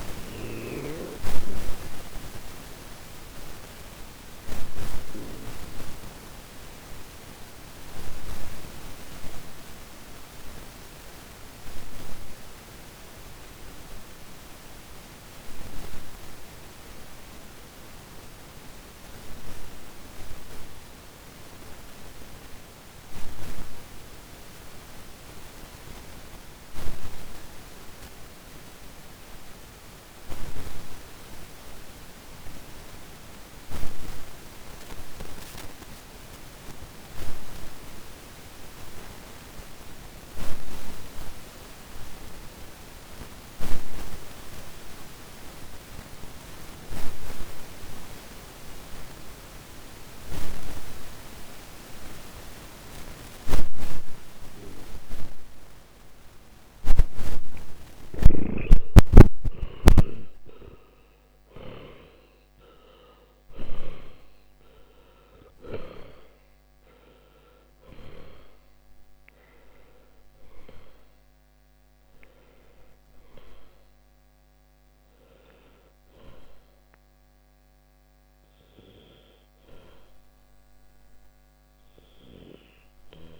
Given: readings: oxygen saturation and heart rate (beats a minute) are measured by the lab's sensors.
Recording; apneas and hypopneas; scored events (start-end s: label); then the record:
breathing in sleep by a microphone on the trachea; 1
0.00-1.00 s: snoring (device-marked)
1.50-57.00 s: obstructive apnea (oxygen 98% before, 75% lowest, heart rate 59 before, 50 extreme, up 19 after)
19.00-36.00 s: oxygen desaturation (device-marked, oxygen 97% before, 87% lowest, heart rate 55 before, 50 extreme)
52.00-83.40 s: oxygen desaturation (device-marked, oxygen 97% before, 75% lowest, heart rate 52 before, 51 extreme)
59.50-64.50 s: arousal
From the record:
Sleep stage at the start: N2 (light sleep); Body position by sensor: on the back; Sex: male